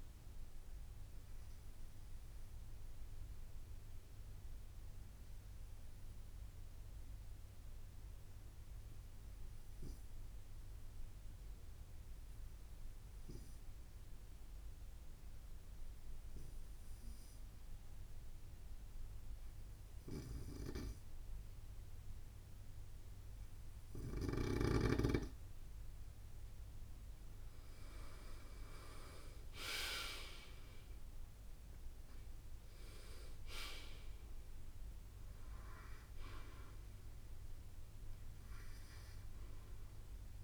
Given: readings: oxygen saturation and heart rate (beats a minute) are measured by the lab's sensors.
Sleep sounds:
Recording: breathing in sleep by a room microphone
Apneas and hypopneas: 1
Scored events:
3.00-24.00 s: obstructive apnea (oxygen 96% before, 93% lowest, heart rate 62 before, 62 extreme)
27.00-40.44 s: drop in pulse transit time (device-marked, heart rate 65 before, 62 extreme)
29.00-32.50 s: arousal
From the record:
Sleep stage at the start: N2 (light sleep)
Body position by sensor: on the right side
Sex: male

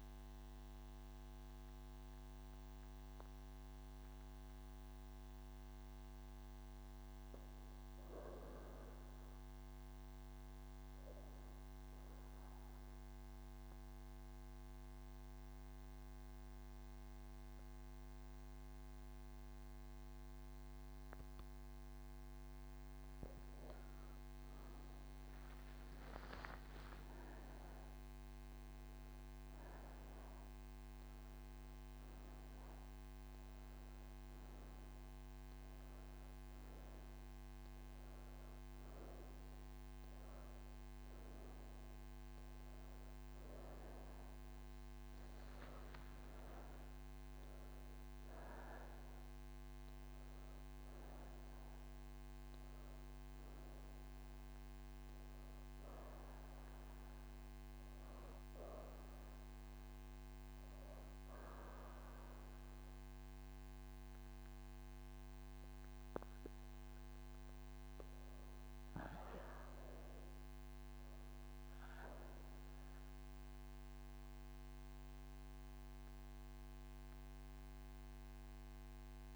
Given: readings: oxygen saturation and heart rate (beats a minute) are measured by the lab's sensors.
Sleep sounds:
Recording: breathing in sleep, hard to hear, by a microphone on the trachea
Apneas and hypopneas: none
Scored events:
0.00-4.00 s: oxygen desaturation (device-marked, oxygen 88% lowest)
28.00-39.00 s: oxygen desaturation (device-marked, oxygen 99% before, 95% lowest)
33.00-79.36 s: new sleep stage, N3 (deep sleep)
45.00-76.00 s: oxygen desaturation (device-marked, oxygen 96% before, 90% lowest)
From the record:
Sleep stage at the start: N2 (light sleep)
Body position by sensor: on the right side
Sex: female

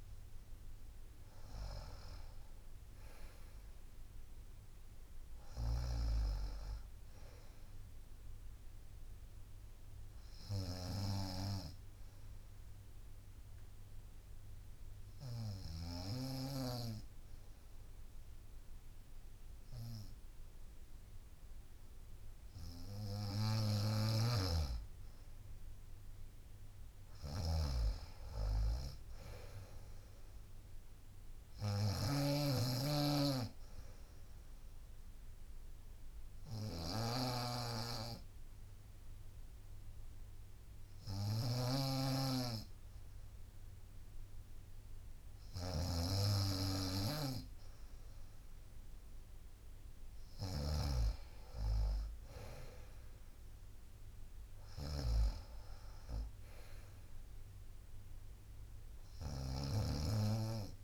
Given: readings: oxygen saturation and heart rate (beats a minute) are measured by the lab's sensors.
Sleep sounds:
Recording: breathing in sleep by a room microphone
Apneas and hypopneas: 2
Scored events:
0.00-6.50 s: drop in pulse transit time (device-marked, heart rate 66 extreme)
5.50-16.00 s: snoring (device-marked)
13.00-23.50 s: obstructive apnea (oxygen 94% before, 92% lowest, heart rate 66 before, 65 extreme, up 13 after)
23.50-35.50 s: drop in pulse transit time (device-marked, heart rate 65 before, 65 extreme)
24.00-60.84 s: snoring (device-marked)
25.00-27.00 s: long interval between heartbeats (device-marked, heart rate 64 before, 75 extreme)
25.50-29.00 s: arousal
34.00-46.50 s: obstructive apnea (oxygen 95% before, 92% lowest, heart rate 68 before, 61 extreme, up 1 after)
49.00-53.00 s: arousal
From the record:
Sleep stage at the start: N2 (light sleep)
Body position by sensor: on the right side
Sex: female

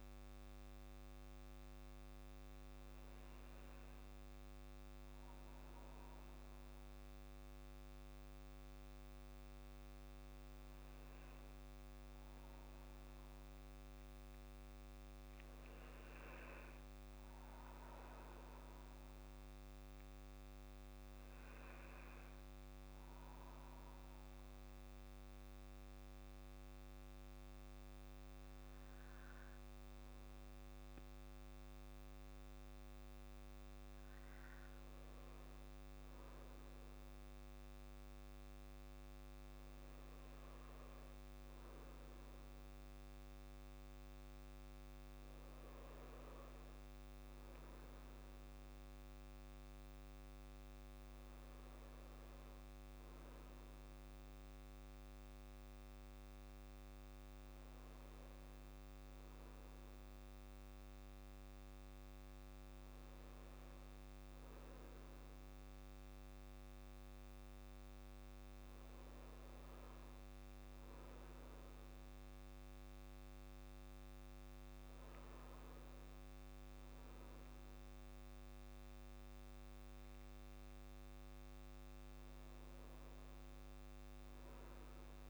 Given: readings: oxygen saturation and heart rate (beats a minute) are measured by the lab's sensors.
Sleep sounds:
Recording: breathing in sleep, hard to hear, by a microphone on the trachea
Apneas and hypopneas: none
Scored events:
none scored
From the record:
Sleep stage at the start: N1 (lightest sleep)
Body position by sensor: on the back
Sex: male

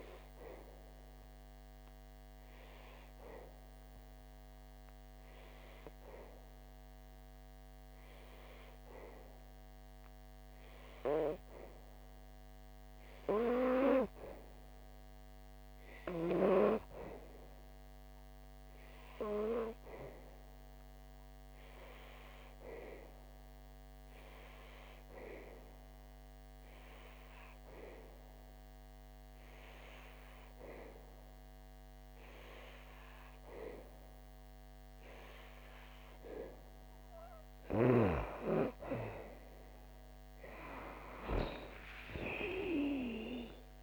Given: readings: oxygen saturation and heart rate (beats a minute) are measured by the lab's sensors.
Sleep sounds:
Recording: breathing in sleep by a microphone on the trachea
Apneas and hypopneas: 2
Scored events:
1.00-13.00 s: obstructive apnea (oxygen 93% before, 91% lowest, heart rate 68 before, 58 extreme, up 11 after)
17.00-20.50 s: arousal
24.00-37.00 s: obstructive apnea (oxygen 97% before, 91% lowest, heart rate 63 before, 57 extreme, up 5 after)
33.50-43.82 s: oxygen desaturation (device-marked, oxygen 97% before, 92% lowest, heart rate 66 before, 57 extreme)
41.00-43.82 s: arousal
From the record:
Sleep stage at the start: N2 (light sleep)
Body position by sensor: on the back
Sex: female

